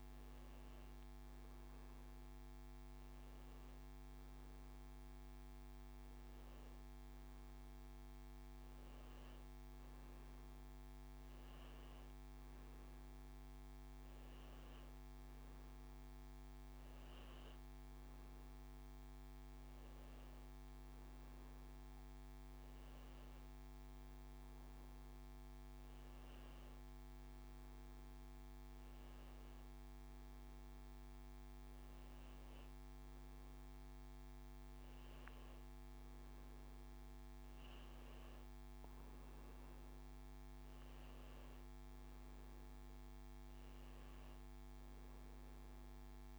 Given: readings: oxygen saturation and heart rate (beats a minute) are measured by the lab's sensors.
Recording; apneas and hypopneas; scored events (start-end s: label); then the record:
breathing in sleep, hard to hear, by a microphone on the trachea; none
none scored
From the record:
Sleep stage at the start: N1 (lightest sleep); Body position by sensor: on the back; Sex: male